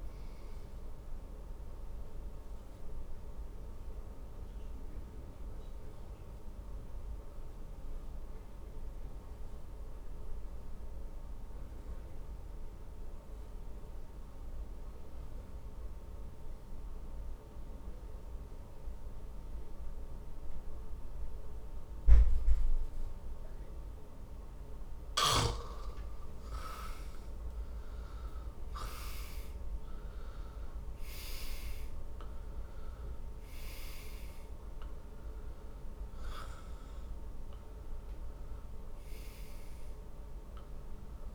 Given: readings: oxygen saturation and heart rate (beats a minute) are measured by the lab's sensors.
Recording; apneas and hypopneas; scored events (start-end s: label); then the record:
breathing in sleep by a room microphone; 1
4.00-24.00 s: obstructive apnea (oxygen 98% before, 89% lowest, heart rate 53 before, 48 extreme, up 16 after)
18.50-26.50 s: oxygen desaturation (device-marked, oxygen 98% before, 94% lowest, heart rate 51 before, 49 extreme)
26.50-31.00 s: arousal
From the record:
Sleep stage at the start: N2 (light sleep); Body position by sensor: on the back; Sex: male